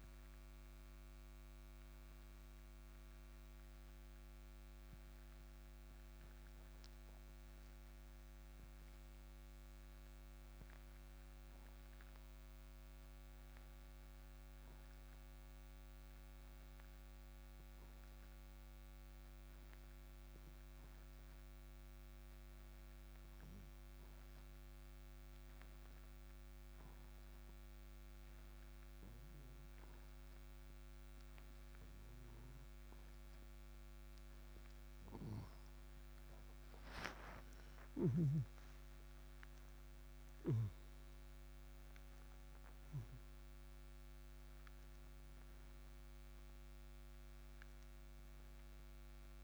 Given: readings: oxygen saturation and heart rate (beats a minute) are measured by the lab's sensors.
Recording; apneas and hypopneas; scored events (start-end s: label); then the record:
breathing in sleep, hard to hear, by a microphone on the trachea; 1
0.00-28.00 s: oxygen desaturation (device-marked, oxygen 83% lowest, heart rate 58 extreme)
10.00-34.00 s: obstructive apnea (oxygen 97% before, 83% lowest, heart rate 69 before, 58 extreme, up 5 after)
38.00-42.50 s: arousal
40.00-49.44 s: oxygen desaturation (device-marked, oxygen 98% before, 87% lowest, heart rate 60 before, 57 extreme)
From the record:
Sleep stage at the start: N2 (light sleep); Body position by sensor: on the right side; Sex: male